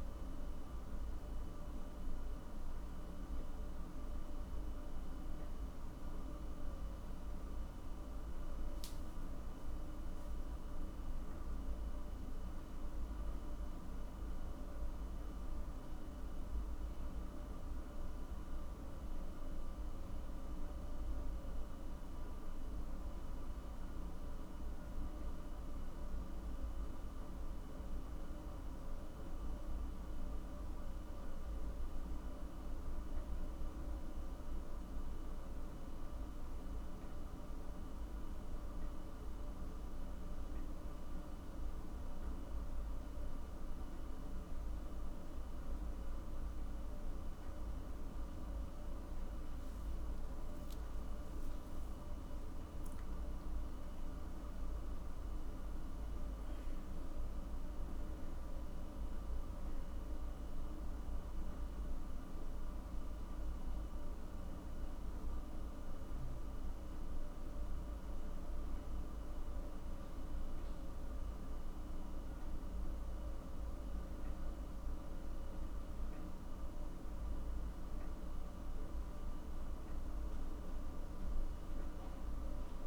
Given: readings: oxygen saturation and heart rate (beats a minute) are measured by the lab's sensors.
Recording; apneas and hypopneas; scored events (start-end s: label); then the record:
breathing in sleep, hard to hear, by a room microphone; none
53.50-57.00 s: arousal
From the record:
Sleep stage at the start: N1 (lightest sleep); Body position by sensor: on the back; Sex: male